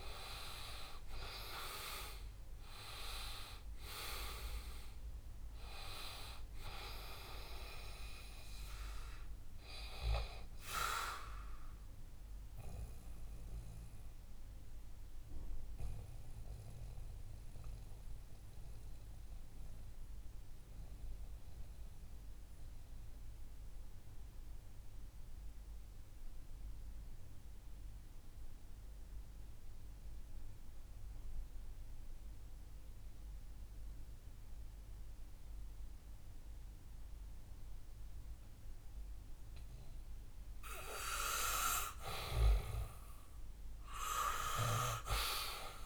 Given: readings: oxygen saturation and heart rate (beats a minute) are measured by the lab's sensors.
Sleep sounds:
breathing in sleep by a room microphone; 1
0.00-1.50 s: arousal
0.00-11.00 s: oxygen desaturation (device-marked, oxygen 92% lowest, heart rate 60 extreme)
12.50-41.00 s: mixed apnea (oxygen 98% before, 87% lowest, heart rate 67 before, 58 extreme, up 4 after)
18.00-30.00 s: oxygen desaturation (device-marked, oxygen 93% before, 87% lowest, heart rate 67 before, 61 extreme)
43.00-45.86 s: arousal
43.00-45.86 s: oxygen desaturation (device-marked, oxygen 99% before, 88% lowest, heart rate 65 before, 58 extreme)
From the record:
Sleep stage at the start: N2 (light sleep); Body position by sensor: on the back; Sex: male

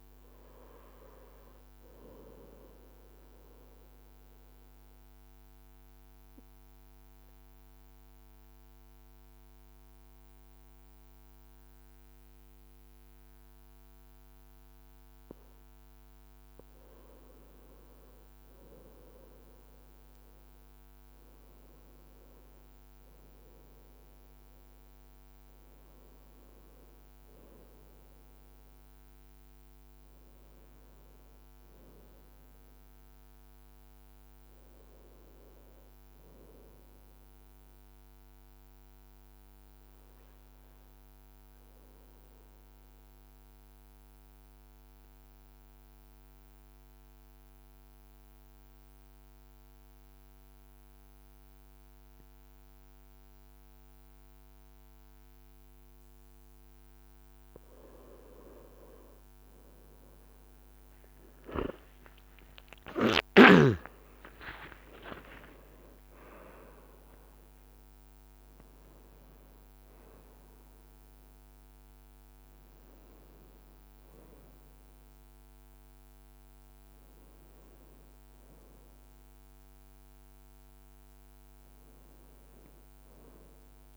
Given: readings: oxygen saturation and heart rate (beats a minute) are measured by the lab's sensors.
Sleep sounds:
breathing in sleep by a microphone on the trachea; 2
3.50-14.50 s: obstructive apnea (oxygen 97% before, 93% lowest, heart rate 56 before, 55 extreme, up 2 after)
17.00-22.00 s: arousal
37.50-54.50 s: obstructive apnea (oxygen 95% before, 93% lowest, heart rate 58 before, 55 extreme, up 3 after)
56.50-60.50 s: arousal
59.50-69.00 s: leg movement (device-marked)
61.50-83.97 s: new sleep stage, N1 (lightest sleep)
64.00-66.00 s: long interval between heartbeats (device-marked, heart rate 56 before, 85 extreme)
From the record:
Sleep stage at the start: N2 (light sleep); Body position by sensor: on the right side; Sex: male

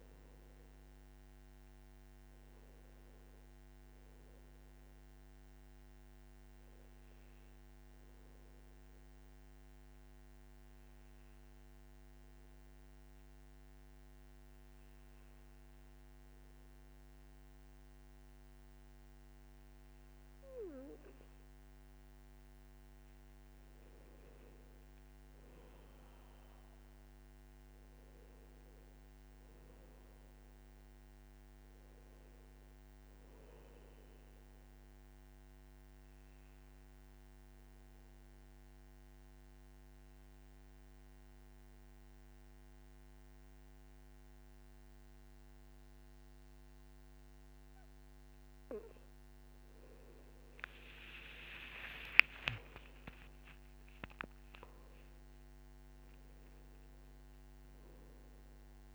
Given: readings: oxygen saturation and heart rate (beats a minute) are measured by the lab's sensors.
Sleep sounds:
breathing in sleep by a microphone on the trachea; 2
0.00-12.00 s: oxygen desaturation (device-marked, oxygen 89% lowest, heart rate 55 extreme)
9.50-23.00 s: obstructive apnea (oxygen 98% before, 92% lowest, heart rate 58 before, 53 extreme, up 13 after)
24.50-29.50 s: arousal
35.50-49.00 s: obstructive apnea (oxygen 100% before, 92% lowest, heart rate 62 before, 51 extreme, up 37 after)
51.00-55.50 s: arousal
52.00-58.95 s: oxygen desaturation (device-marked, oxygen 98% before, 92% lowest, heart rate 56 before, 51 extreme)
52.50-54.50 s: long interval between heartbeats (device-marked, heart rate 56 before, 78 extreme)
From the record:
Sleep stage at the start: N2 (light sleep); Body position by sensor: on the back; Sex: male

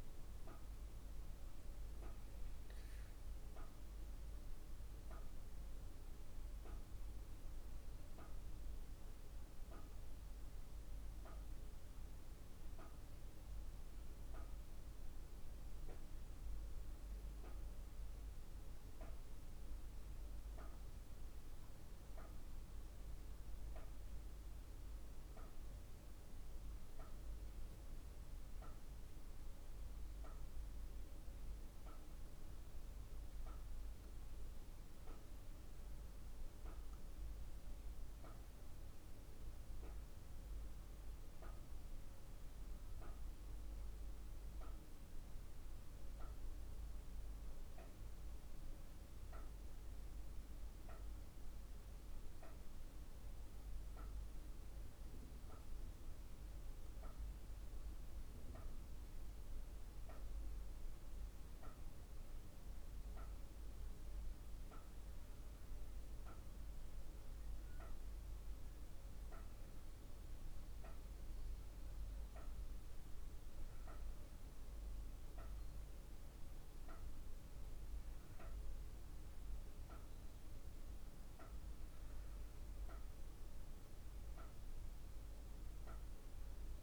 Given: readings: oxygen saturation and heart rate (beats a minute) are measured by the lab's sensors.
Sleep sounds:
breathing in sleep, hard to hear, by a room microphone; none
0.00-1.50 s: arousal
0.00-27.50 s: oxygen desaturation (device-marked, oxygen 96% lowest, heart rate 48 extreme)
30.50-86.83 s: new sleep stage, N2 (light sleep)
From the record:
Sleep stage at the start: N1 (lightest sleep); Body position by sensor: on the back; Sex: female

